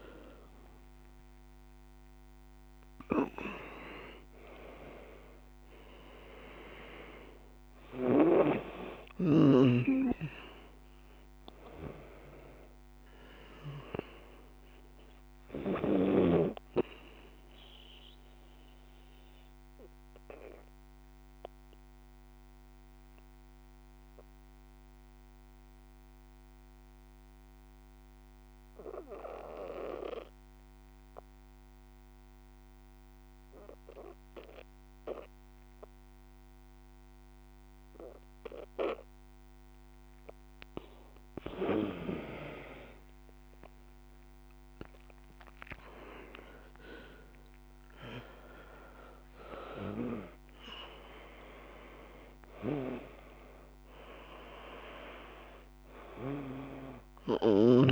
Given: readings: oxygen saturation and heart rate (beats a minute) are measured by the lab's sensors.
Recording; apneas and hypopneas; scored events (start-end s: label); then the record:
breathing in sleep by a microphone on the trachea; 1
0.00-1.00 s: arousal
0.00-38.50 s: oxygen desaturation (device-marked, oxygen 82% lowest, heart rate 58 extreme)
18.50-39.50 s: obstructive apnea (oxygen 96% before, 80% lowest, heart rate 67 before, 57 extreme, up 18 after)
41.50-46.50 s: arousal
47.50-57.92 s: oxygen desaturation (device-marked, oxygen 97% before, 80% lowest, heart rate 66 before, 56 extreme)
From the record:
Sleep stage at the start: N2 (light sleep); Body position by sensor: on the back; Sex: female